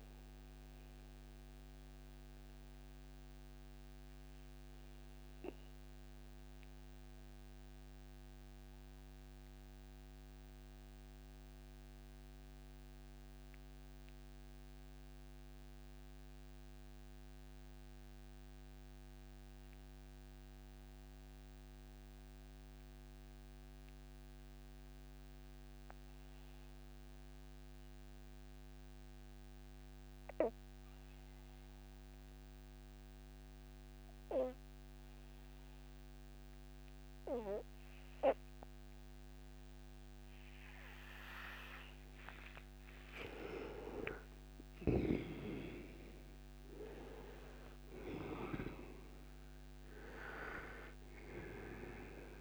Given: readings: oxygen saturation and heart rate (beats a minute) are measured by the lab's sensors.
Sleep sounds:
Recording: breathing in sleep by a microphone on the trachea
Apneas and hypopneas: 1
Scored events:
0.00-25.00 s: oxygen desaturation (device-marked, oxygen 78% lowest, heart rate 57 extreme)
2.00-41.50 s: mixed apnea (oxygen 97% before, 78% lowest, heart rate 67 before, 57 extreme, up 18 after)
34.00-52.41 s: oxygen desaturation (device-marked, oxygen 99% before, 79% lowest, heart rate 66 before, 58 extreme)
42.50-48.00 s: arousal
From the record:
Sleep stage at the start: N2 (light sleep)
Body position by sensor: on the right side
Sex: male

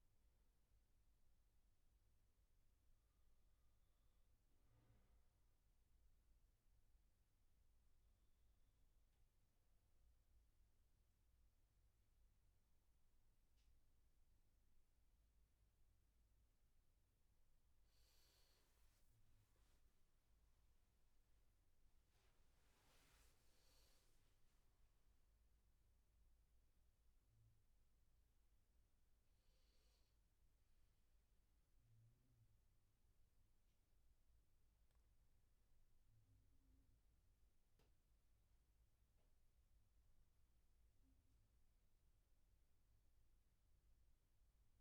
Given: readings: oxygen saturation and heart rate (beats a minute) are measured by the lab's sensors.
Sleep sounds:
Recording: breathing in sleep, hard to hear, by a room microphone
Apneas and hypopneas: none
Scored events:
none scored
From the record:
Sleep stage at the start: N2 (light sleep)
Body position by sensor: on the right side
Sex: male

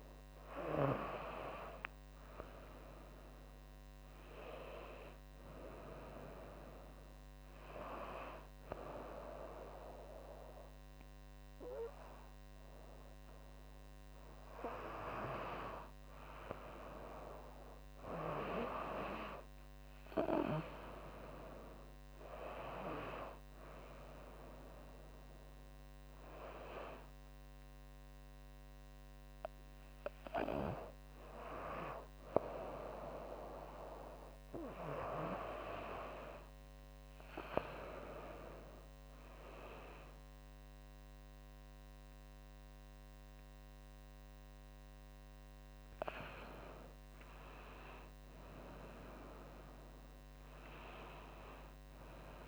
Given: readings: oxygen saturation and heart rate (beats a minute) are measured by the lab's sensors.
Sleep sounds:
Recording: a person awake in a sleep study, by a microphone on the trachea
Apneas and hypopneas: none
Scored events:
44.50-49.50 s: arousal
50.50-52.48 s: new sleep stage, N2 (light sleep)
From the record:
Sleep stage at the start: awake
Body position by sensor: on the right side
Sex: female

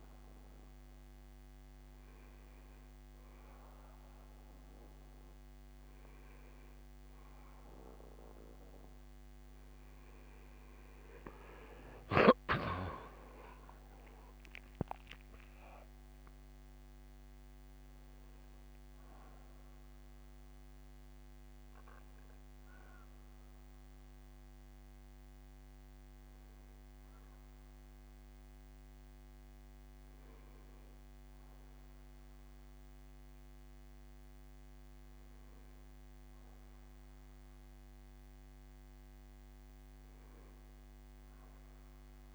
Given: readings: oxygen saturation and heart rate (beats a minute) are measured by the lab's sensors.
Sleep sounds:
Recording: breathing in sleep by a microphone on the trachea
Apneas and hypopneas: none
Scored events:
10.50-14.50 s: arousal
19.00-28.00 s: bradycardia (device-marked, heart rate 68 before, 55 extreme)
From the record:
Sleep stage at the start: N2 (light sleep)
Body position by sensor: on the back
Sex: male

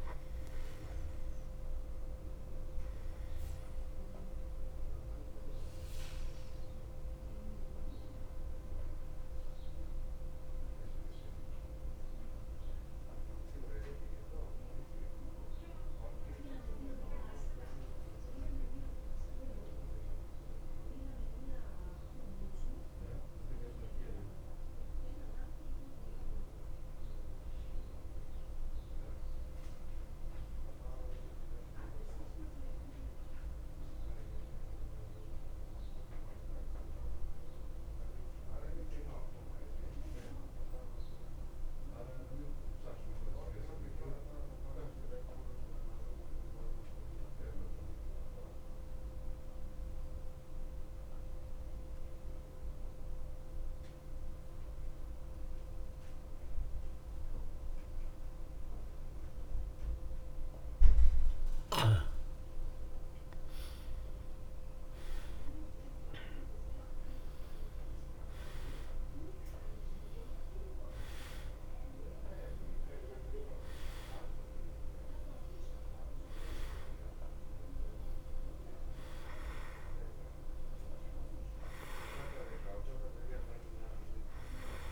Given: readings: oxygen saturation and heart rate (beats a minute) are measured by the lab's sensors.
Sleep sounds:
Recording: breathing in sleep by a room microphone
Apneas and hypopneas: 1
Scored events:
0.00-1.50 s: oxygen desaturation (device-marked, oxygen 91% lowest, heart rate 53 extreme)
3.50-29.50 s: oxygen desaturation (device-marked, oxygen 92% before, 86% lowest, heart rate 59 before, 51 extreme)
7.50-62.50 s: mixed apnea (oxygen 94% before, 85% lowest, heart rate 58 before, 51 extreme, up 3 after)
53.50-84.91 s: oxygen desaturation (device-marked, oxygen 98% before, 85% lowest, heart rate 53 before, 52 extreme)
65.50-70.00 s: arousal
From the record:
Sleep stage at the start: N2 (light sleep)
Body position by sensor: on the back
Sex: male

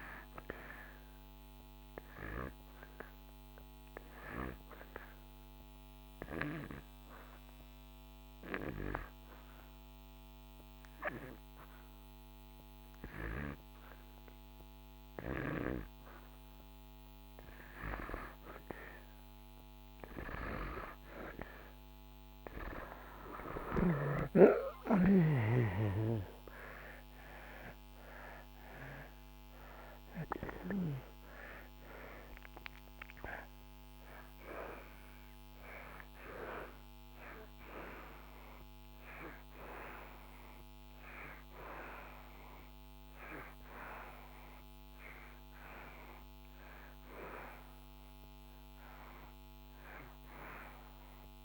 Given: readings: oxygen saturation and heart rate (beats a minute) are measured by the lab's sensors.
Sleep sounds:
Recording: breathing in sleep by a microphone on the trachea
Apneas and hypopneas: 1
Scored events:
5.50-17.00 s: hypopnea (oxygen 90% before, 85% lowest)
29.00-51.44 s: oxygen desaturation (device-marked, oxygen 91% before, 85% lowest)
From the record:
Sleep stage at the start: N2 (light sleep)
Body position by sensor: on the back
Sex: male

